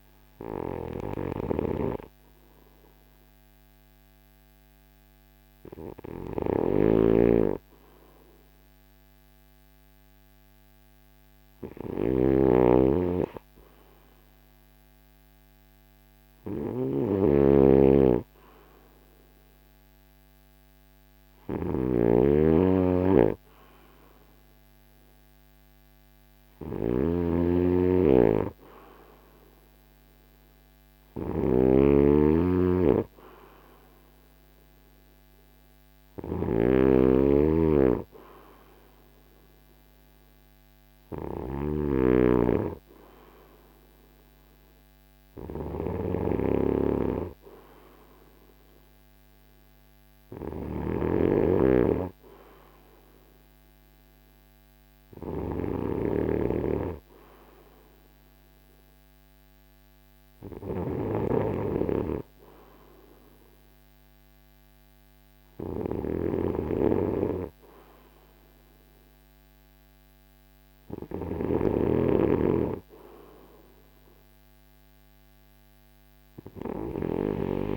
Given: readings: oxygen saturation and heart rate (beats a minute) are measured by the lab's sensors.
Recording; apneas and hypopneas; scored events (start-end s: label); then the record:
breathing in sleep by a microphone on the trachea; none
0.50-41.00 s: snoring (device-marked)
50.00-71.00 s: snoring (device-marked)
From the record:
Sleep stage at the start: N2 (light sleep); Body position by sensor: on the back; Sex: male